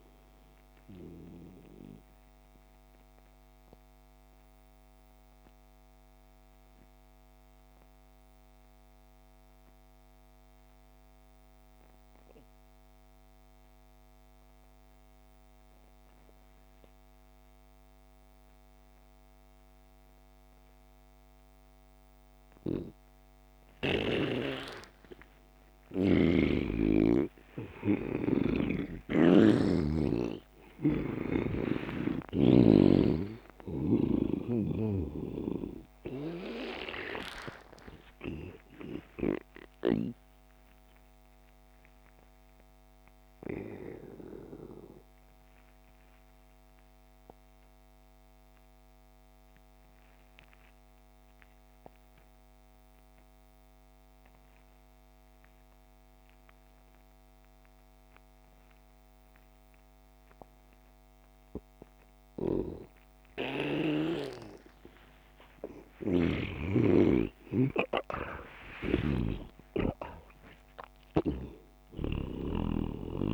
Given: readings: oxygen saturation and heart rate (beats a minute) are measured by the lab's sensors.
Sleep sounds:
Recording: breathing in sleep by a microphone on the trachea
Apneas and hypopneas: 2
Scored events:
0.00-12.00 s: oxygen desaturation (device-marked, oxygen 85% lowest)
1.00-25.50 s: obstructive apnea (oxygen 99% before, 83% lowest)
27.00-32.00 s: arousal
29.00-49.00 s: oxygen desaturation (device-marked, oxygen 98% before, 84% lowest)
39.00-63.50 s: obstructive apnea (oxygen 99% before, 83% lowest)
64.00-73.34 s: oxygen desaturation (device-marked, oxygen 99% before, 83% lowest)
64.50-69.00 s: arousal
From the record:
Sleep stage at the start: N2 (light sleep)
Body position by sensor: on the back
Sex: male

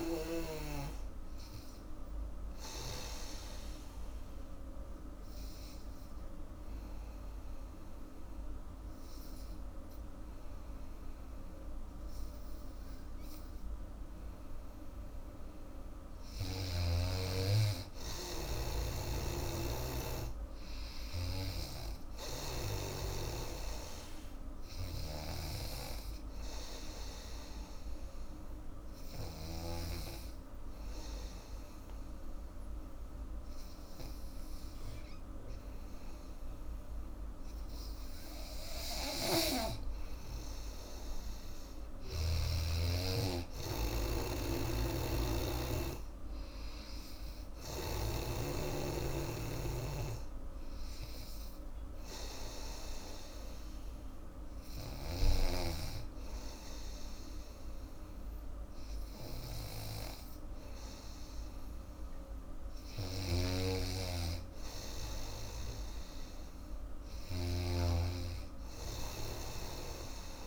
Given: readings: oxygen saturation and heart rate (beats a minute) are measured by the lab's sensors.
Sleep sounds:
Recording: breathing in sleep by a room microphone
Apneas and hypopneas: 2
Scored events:
0.00-14.00 s: oxygen desaturation (device-marked, oxygen 92% lowest, heart rate 77 extreme)
3.00-15.00 s: obstructive apnea (oxygen 98% before, 92% lowest, heart rate 83 before, 79 extreme, up 1 after)
17.00-20.50 s: arousal
19.00-22.50 s: snoring (device-marked)
21.00-32.00 s: oxygen desaturation (device-marked, oxygen 99% before, 92% lowest, heart rate 82 before, 78 extreme)
24.50-29.50 s: snoring (device-marked)
27.00-39.00 s: obstructive apnea (oxygen 99% before, 92% lowest, heart rate 82 before, 78 extreme, up 2 after)
39.00-42.50 s: snoring (device-marked)
40.50-44.00 s: arousal
44.00-58.00 s: oxygen desaturation (device-marked, oxygen 98% before, 92% lowest, heart rate 83 before, 80 extreme)
44.50-48.00 s: snoring (device-marked)
63.00-70.46 s: snoring (device-marked)
69.00-70.46 s: arousal
From the record:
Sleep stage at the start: N2 (light sleep)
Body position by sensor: on the back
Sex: female

